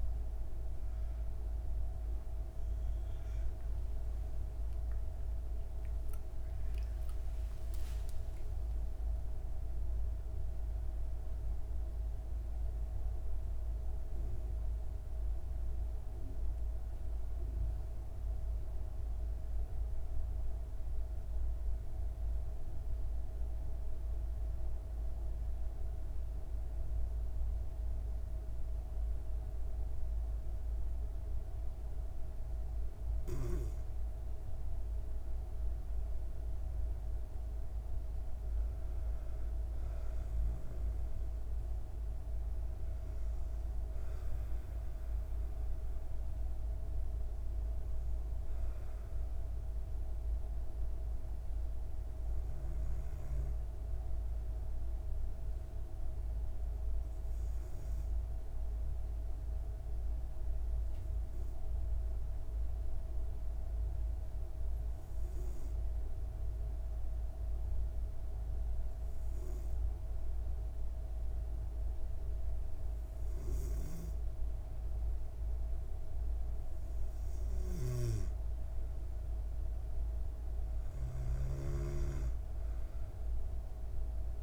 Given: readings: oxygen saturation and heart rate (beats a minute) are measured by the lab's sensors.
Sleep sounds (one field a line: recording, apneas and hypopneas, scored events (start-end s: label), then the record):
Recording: breathing in sleep, hard to hear, by a room microphone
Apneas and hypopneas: 2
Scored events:
6.50-11.00 s: arousal
16.00-32.00 s: obstructive apnea (oxygen 97% before, 92% lowest, heart rate 76 before, 53 extreme, up 42 after)
34.00-37.50 s: arousal
34.00-59.00 s: oxygen desaturation (device-marked, oxygen 97% before, 92% lowest, heart rate 57 before, 66 extreme)
58.00-78.50 s: obstructive apnea (oxygen 97% before, 93% lowest, heart rate 161 before, 66 extreme, up 52 after)
77.00-84.43 s: oxygen desaturation (device-marked, oxygen 97% before, 93% lowest, heart rate 125 before, 90 extreme)
80.00-83.50 s: arousal
From the record:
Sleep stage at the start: N2 (light sleep)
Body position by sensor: on the back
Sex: female